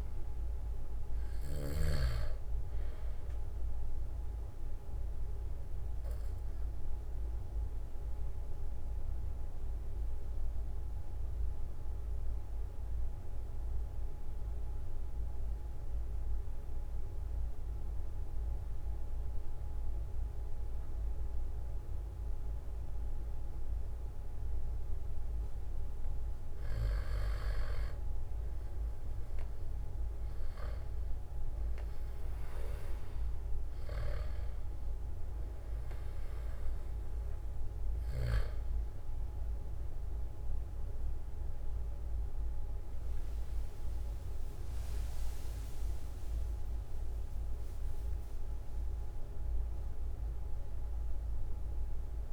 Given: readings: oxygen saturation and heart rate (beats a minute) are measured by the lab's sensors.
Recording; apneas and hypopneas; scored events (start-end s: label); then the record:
breathing in sleep by a room microphone; 1
6.50-26.00 s: mixed apnea (oxygen 97% before, 92% lowest, heart rate 46 before, 43 extreme, up 4 after)
28.50-32.00 s: arousal
43.50-47.00 s: arousal
46.00-48.00 s: long interval between heartbeats (device-marked, heart rate 47 before, 98 extreme)
48.50-50.50 s: long interval between heartbeats (device-marked, heart rate 53 before, 113 extreme)
From the record:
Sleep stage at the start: N2 (light sleep); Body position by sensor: on the back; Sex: male